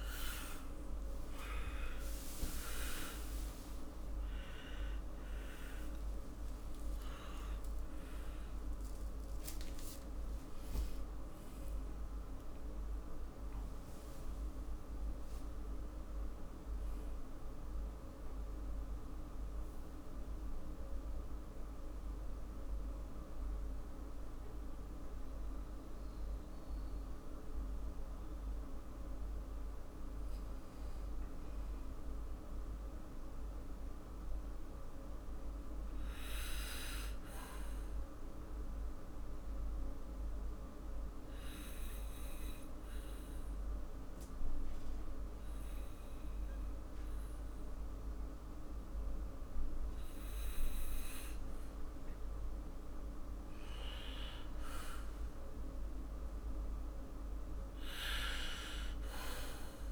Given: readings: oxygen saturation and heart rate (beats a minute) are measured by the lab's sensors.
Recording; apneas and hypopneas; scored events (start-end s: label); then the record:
a person partly awake in a sleep study, hard to hear, by a room microphone; 1
1.00-3.00 s: long interval between heartbeats (device-marked, heart rate 55 before, 111 extreme)
3.50-5.50 s: long interval between heartbeats (device-marked, heart rate 66 before, 128 extreme)
6.00-8.00 s: long interval between heartbeats (device-marked, heart rate 75 before, 129 extreme)
8.50-10.50 s: long interval between heartbeats (device-marked, heart rate 88 before, 140 extreme)
28.50-58.50 s: new sleep stage, N1 (lightest sleep)
38.00-52.50 s: obstructive apnea (oxygen 99% before, 96% lowest, heart rate 58 before, 50 extreme, up 1 after)
54.50-58.00 s: arousal
58.50-59.91 s: new sleep stage, N2 (light sleep)
From the record:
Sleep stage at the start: awake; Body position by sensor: on the back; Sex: male